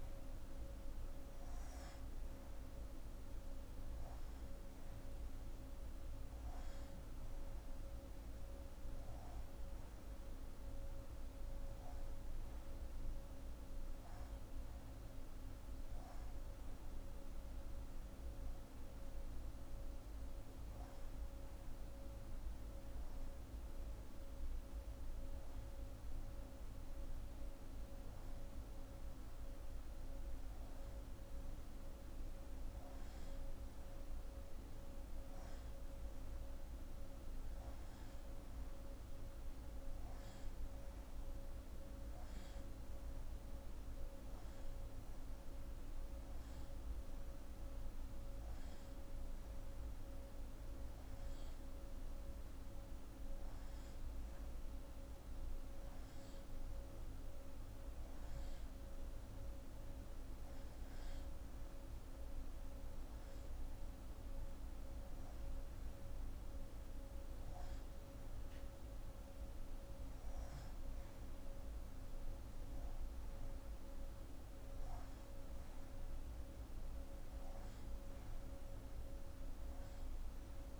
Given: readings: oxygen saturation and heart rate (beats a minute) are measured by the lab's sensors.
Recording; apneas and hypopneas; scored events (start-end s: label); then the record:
breathing in sleep, hard to hear, by a room microphone; none
none scored
From the record:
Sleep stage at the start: N2 (light sleep); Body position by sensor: on the left side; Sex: female